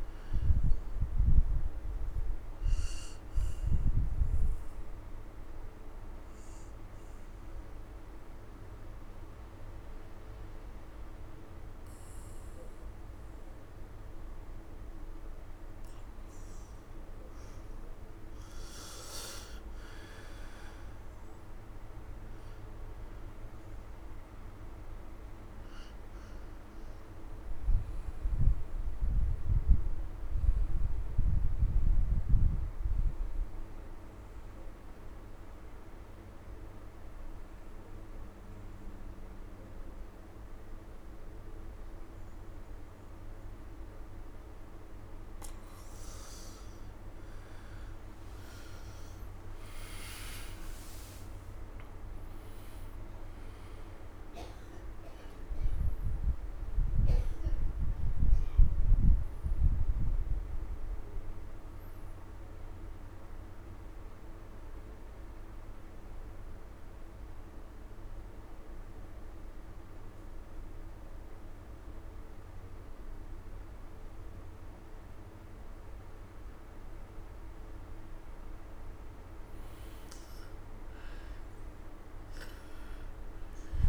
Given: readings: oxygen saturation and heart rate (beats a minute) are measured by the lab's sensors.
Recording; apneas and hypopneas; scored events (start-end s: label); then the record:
breathing in sleep, hard to hear, by a room microphone; 3
0.00-14.50 s: oxygen desaturation (device-marked, oxygen 92% lowest, heart rate 129 extreme)
2.50-14.50 s: obstructive apnea (oxygen 97% before, 88% lowest, heart rate 78 before, 129 extreme, up 58 after)
16.50-20.50 s: arousal
22.50-46.50 s: oxygen desaturation (device-marked, oxygen 96% before, 92% lowest, heart rate 168 before, 49 extreme)
26.00-44.00 s: obstructive apnea (oxygen 97% before, 88% lowest, heart rate 167 before, 68 extreme, up 22 after)
46.50-52.00 s: arousal
48.50-71.50 s: oxygen desaturation (device-marked, oxygen 98% before, 88% lowest)
63.50-77.50 s: obstructive apnea (oxygen 98% before, 87% lowest)
79.00-82.50 s: arousal
From the record:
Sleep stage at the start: N2 (light sleep); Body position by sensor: on the right side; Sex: male